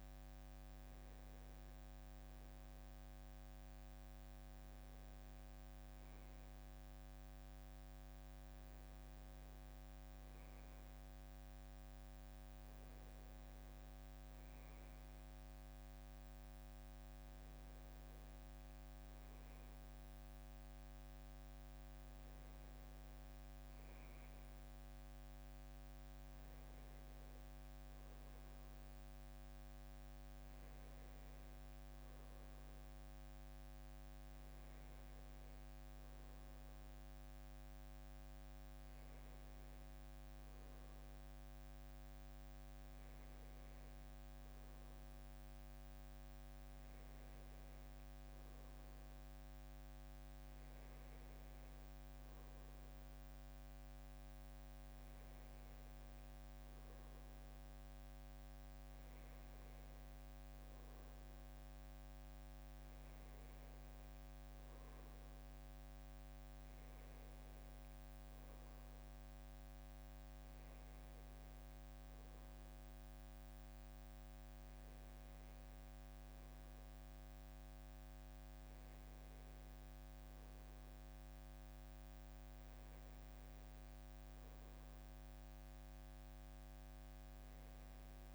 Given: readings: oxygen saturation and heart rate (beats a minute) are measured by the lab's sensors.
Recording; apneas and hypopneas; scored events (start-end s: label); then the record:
a person awake in a sleep study, hard to hear, by a microphone on the trachea; none
none scored
From the record:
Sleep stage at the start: awake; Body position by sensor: on the back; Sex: male